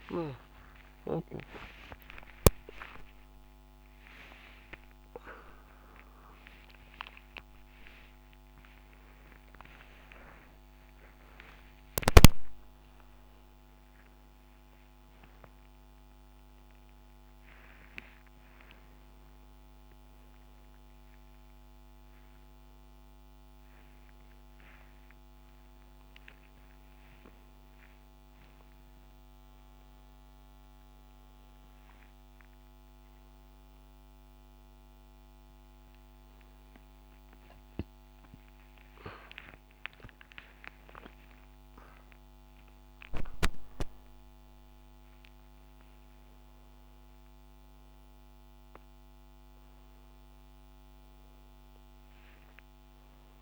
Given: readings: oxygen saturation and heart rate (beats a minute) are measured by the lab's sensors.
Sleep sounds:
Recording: a person awake in a sleep study, by a microphone on the trachea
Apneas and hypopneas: none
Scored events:
none scored
From the record:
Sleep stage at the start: awake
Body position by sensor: upright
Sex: male

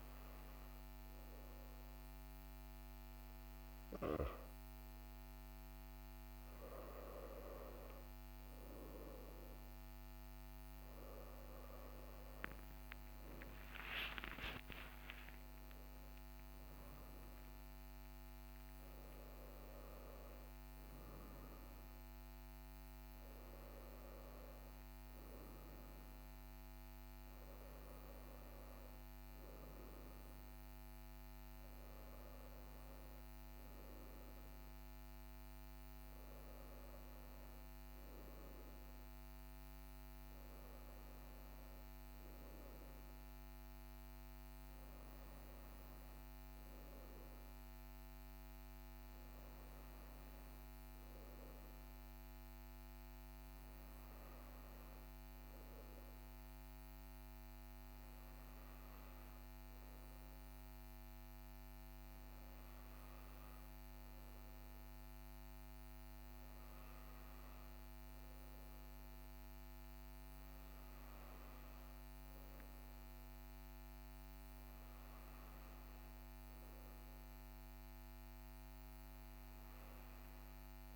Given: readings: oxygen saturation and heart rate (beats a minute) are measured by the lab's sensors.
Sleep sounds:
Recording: breathing in sleep, hard to hear, by a microphone on the trachea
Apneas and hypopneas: none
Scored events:
12.50-17.00 s: arousal
67.50-80.96 s: new sleep stage, N2 (light sleep)
From the record:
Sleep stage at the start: N1 (lightest sleep)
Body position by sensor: on the right side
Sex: male

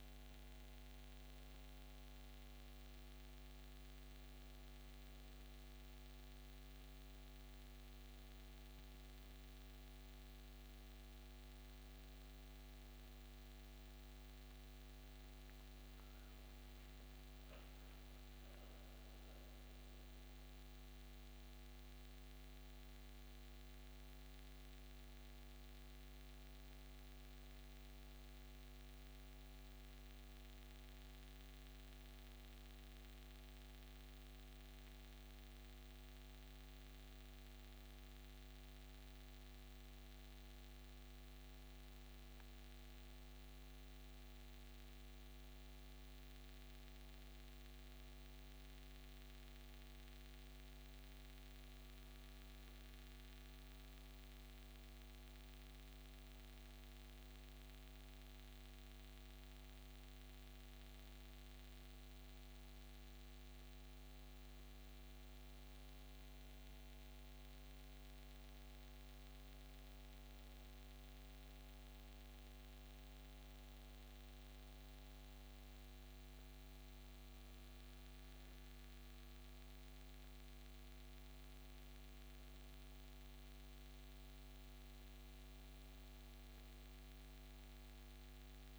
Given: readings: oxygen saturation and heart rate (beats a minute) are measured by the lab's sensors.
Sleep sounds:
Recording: breathing in sleep, hard to hear, by a microphone on the trachea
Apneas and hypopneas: none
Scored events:
none scored
From the record:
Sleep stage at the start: N2 (light sleep)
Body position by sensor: on the back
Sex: female

